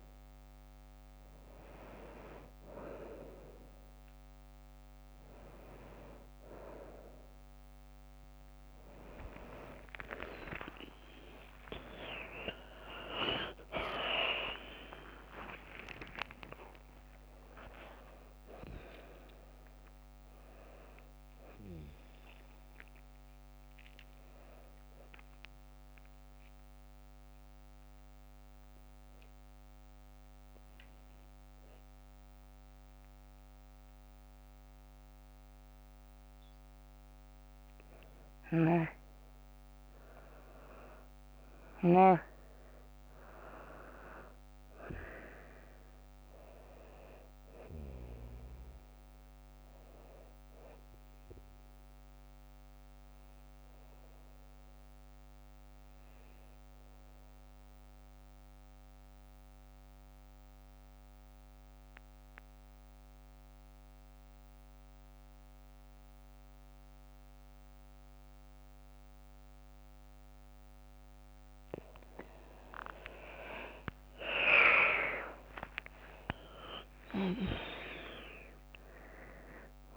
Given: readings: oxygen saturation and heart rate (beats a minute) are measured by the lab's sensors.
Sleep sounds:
breathing in sleep by a microphone on the trachea; 2
11.50-17.50 s: arousal
12.00-14.00 s: long interval between heartbeats (device-marked, heart rate 60 before, 69 extreme)
12.50-16.50 s: tachycardia (device-marked, heart rate 60 before, 109 extreme)
16.00-18.00 s: long interval between heartbeats (device-marked, heart rate 64 before, 109 extreme)
27.00-37.50 s: hypopnea (oxygen 96% before, 92% lowest, heart rate 79 before, 56 extreme, up 5 after)
40.00-45.00 s: arousal
57.00-70.00 s: obstructive apnea (oxygen 99% before, 92% lowest, heart rate 59 before, 59 extreme, up 7 after)
72.00-76.50 s: arousal
73.50-79.97 s: oxygen desaturation (device-marked, oxygen 98% before, 92% lowest, heart rate 61 before, 56 extreme)
From the record:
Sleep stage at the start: N2 (light sleep); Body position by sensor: on the right side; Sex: female

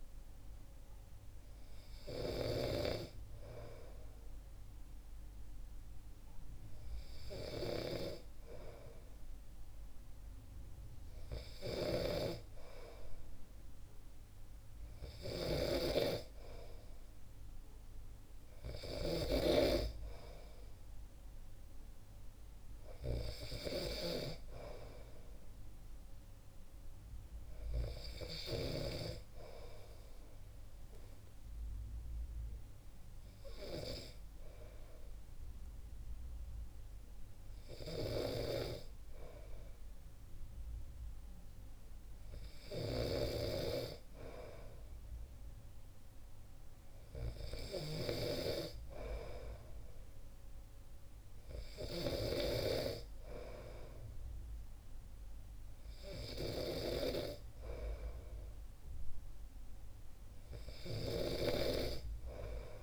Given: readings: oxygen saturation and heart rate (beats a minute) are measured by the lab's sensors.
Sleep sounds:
breathing in sleep by a room microphone; 1
19.00-24.00 s: snoring (device-marked)
30.50-42.50 s: hypopnea (oxygen 96% before, 94% lowest, heart rate 66 before, 61 extreme, up 0 after)
43.00-46.50 s: arousal
51.50-58.50 s: oxygen desaturation (device-marked, oxygen 97% before, 94% lowest, heart rate 63 before, 61 extreme)
From the record:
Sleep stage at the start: N2 (light sleep); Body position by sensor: on the back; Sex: male

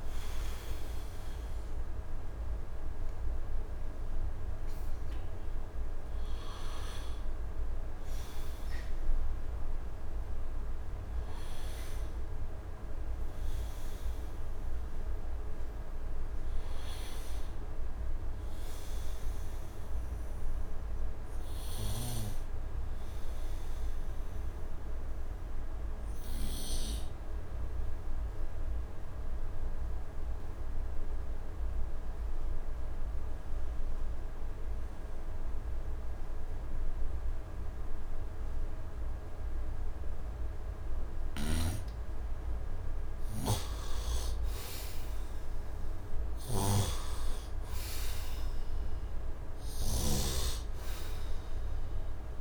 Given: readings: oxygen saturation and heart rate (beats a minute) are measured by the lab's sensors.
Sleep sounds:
breathing in sleep by a room microphone; 1
0.00-10.00 s: oxygen desaturation (device-marked, oxygen 64% lowest, heart rate 72 extreme)
22.50-42.50 s: obstructive apnea (oxygen 100% before, 83% lowest, heart rate 80 before, 69 extreme, up 9 after)
40.00-52.41 s: oxygen desaturation (device-marked, oxygen 99% before, 84% lowest, heart rate 74 before, 69 extreme)
41.00-50.00 s: snoring (device-marked)
46.00-48.50 s: arousal
From the record:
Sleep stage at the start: N1 (lightest sleep); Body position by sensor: on the right side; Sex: male

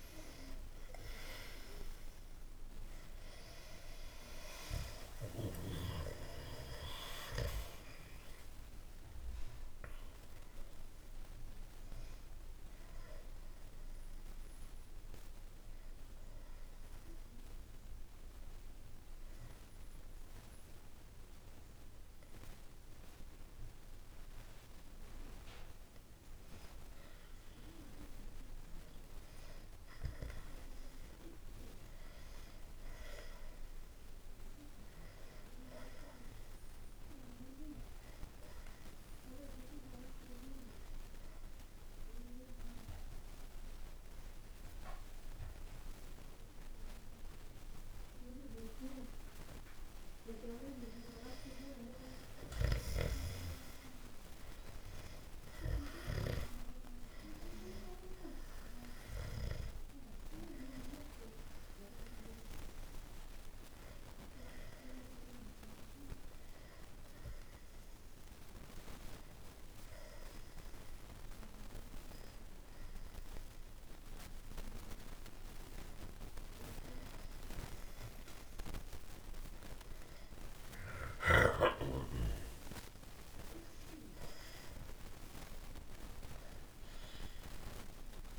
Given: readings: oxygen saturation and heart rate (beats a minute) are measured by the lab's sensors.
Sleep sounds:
breathing in sleep by a room microphone; 3
4.00-10.00 s: arousal
15.00-26.50 s: obstructive apnea (oxygen 95% before, 92% lowest, heart rate 64 before, 61 extreme, up 2 after)
28.50-33.00 s: arousal
37.00-50.50 s: obstructive apnea (oxygen 94% before, 92% lowest, heart rate 62 before, 58 extreme)
52.50-57.00 s: arousal
64.00-79.00 s: oxygen desaturation (device-marked, oxygen 97% before, 92% lowest, heart rate 60 before, 61 extreme)
65.00-76.50 s: hypopnea (oxygen 98% before, 92% lowest, heart rate 60 before, 61 extreme, up 4 after)
80.50-85.50 s: arousal
From the record:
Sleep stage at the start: N2 (light sleep); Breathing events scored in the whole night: 341 in 4.7 hours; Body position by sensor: on the back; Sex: male

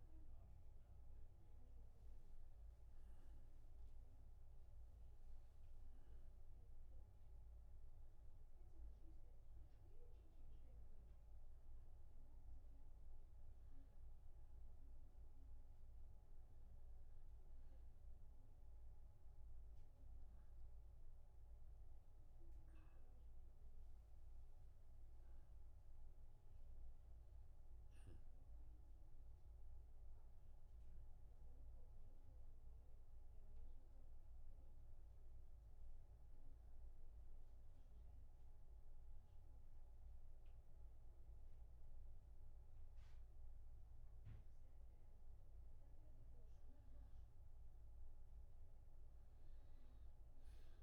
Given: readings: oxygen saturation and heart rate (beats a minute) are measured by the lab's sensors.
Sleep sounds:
a person awake in a sleep study, hard to hear, by a room microphone; 1
31.00-50.83 s: new sleep stage, N1 (lightest sleep)
35.00-45.50 s: obstructive apnea (oxygen 96% before, 90% lowest)
From the record:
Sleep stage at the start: awake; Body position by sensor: on the back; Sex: male

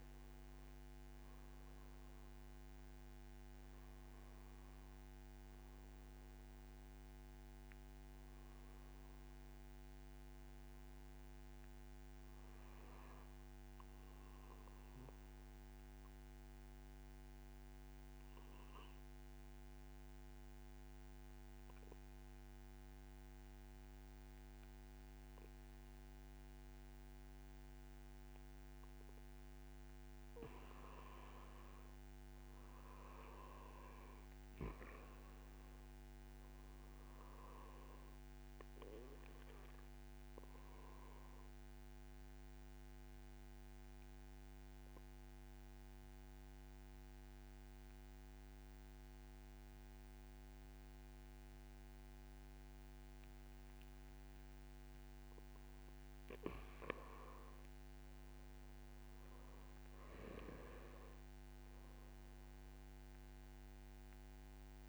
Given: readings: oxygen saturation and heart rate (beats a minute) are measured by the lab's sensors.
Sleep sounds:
breathing in sleep, hard to hear, by a microphone on the trachea; 2
0.00-2.00 s: arousal
16.00-30.00 s: mixed apnea (oxygen 95% before, 91% lowest, heart rate 70 before, 49 extreme, up 2 after)
31.50-35.00 s: arousal
40.00-54.00 s: oxygen desaturation (device-marked, oxygen 95% before, 91% lowest, heart rate 63 before, 63 extreme)
40.00-55.00 s: obstructive apnea (oxygen 95% before, 91% lowest, heart rate 63 before, 63 extreme, up 7 after)
57.50-61.00 s: arousal
63.00-64.89 s: oxygen desaturation (device-marked, oxygen 95% before, 91% lowest, heart rate 65 before, 57 extreme)
From the record:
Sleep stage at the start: N2 (light sleep); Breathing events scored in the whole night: 302 in 4.1 hours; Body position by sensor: on the back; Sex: male

